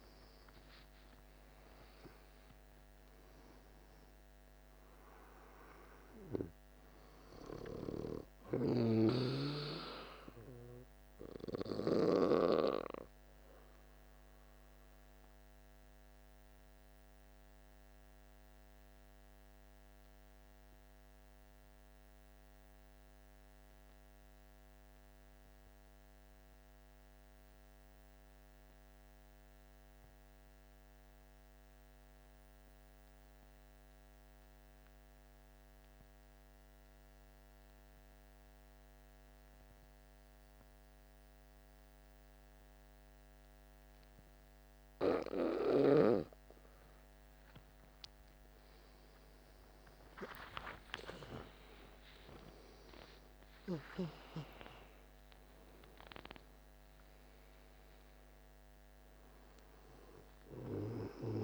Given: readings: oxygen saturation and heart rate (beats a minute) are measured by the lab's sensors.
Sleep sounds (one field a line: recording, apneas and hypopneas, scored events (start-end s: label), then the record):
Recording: breathing in sleep by a microphone on the trachea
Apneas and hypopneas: 1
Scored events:
0.00-23.00 s: oxygen desaturation (device-marked, oxygen 82% lowest, heart rate 48 extreme)
15.50-46.00 s: obstructive apnea (oxygen 95% before, 82% lowest, heart rate 62 before, 48 extreme, up 19 after)
41.00-61.44 s: oxygen desaturation (device-marked, oxygen 99% before, 83% lowest, heart rate 50 before, 51 extreme)
50.00-55.50 s: arousal
From the record:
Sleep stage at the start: N2 (light sleep)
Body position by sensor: on the back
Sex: male